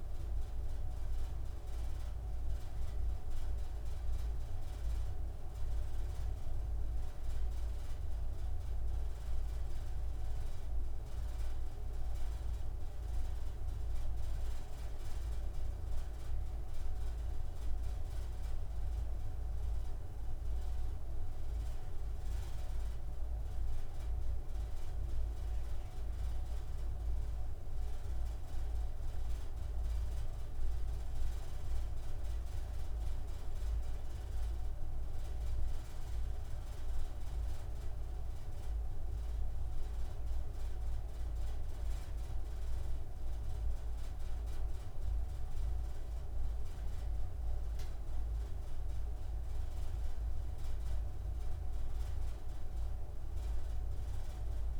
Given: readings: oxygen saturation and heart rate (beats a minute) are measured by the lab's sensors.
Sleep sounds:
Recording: breathing in sleep, hard to hear, by a room microphone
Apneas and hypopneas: none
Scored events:
none scored
From the record:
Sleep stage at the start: N2 (light sleep)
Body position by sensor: on the right side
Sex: male

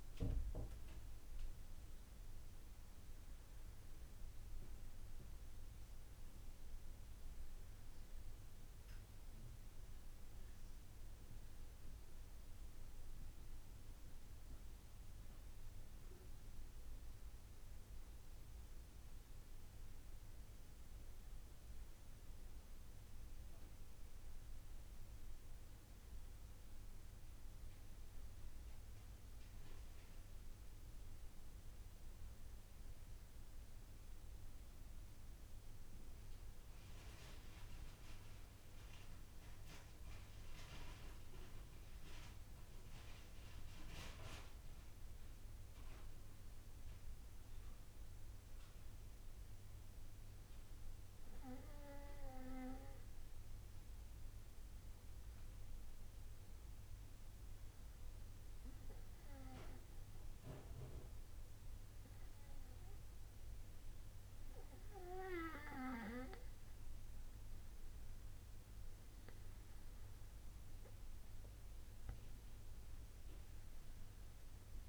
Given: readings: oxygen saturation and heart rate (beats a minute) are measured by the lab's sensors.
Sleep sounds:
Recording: breathing in sleep by a room microphone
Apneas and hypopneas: none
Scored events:
none scored
From the record:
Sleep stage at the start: N2 (light sleep)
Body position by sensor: on the back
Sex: male

